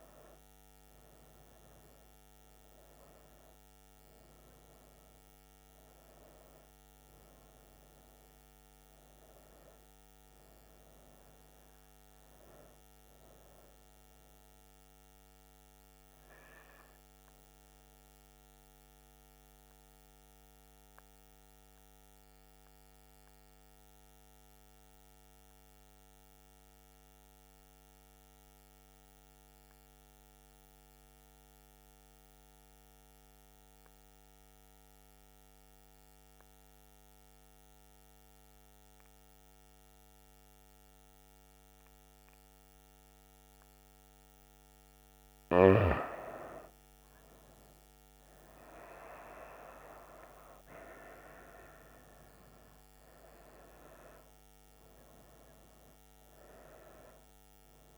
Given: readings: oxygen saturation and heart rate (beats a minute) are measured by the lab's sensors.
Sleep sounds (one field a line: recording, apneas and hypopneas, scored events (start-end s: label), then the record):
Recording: breathing in sleep by a microphone on the trachea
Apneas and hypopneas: 1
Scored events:
0.00-15.50 s: oxygen desaturation (device-marked, oxygen 92% lowest, heart rate 67 extreme)
18.50-44.50 s: mixed apnea (oxygen 98% before, 91% lowest, heart rate 76 before, 67 extreme, up 8 after)
41.50-57.98 s: oxygen desaturation (device-marked, oxygen 97% before, 91% lowest, heart rate 70 before, 65 extreme)
46.50-51.00 s: arousal
From the record:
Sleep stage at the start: N2 (light sleep)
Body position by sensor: on the back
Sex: female